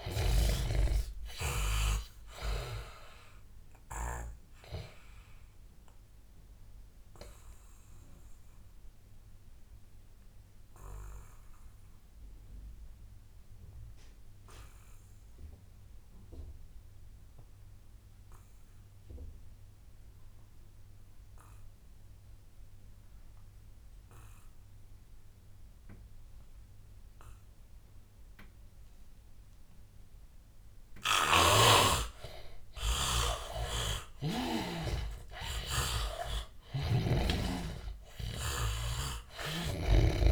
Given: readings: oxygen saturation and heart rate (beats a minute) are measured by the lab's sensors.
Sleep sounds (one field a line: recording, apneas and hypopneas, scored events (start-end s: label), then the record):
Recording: breathing in sleep by a room microphone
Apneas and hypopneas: 1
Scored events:
0.00-18.50 s: oxygen desaturation (device-marked, oxygen 78% lowest, heart rate 78 extreme)
5.50-33.00 s: obstructive apnea (oxygen 99% before, 78% lowest, heart rate 89 before, 78 extreme, up 20 after)
27.50-40.32 s: oxygen desaturation (device-marked, oxygen 100% before, 79% lowest, heart rate 89 before, 80 extreme)
31.00-35.00 s: snoring (device-marked)
35.00-38.00 s: arousal
From the record:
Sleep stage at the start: N2 (light sleep)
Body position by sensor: on the back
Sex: male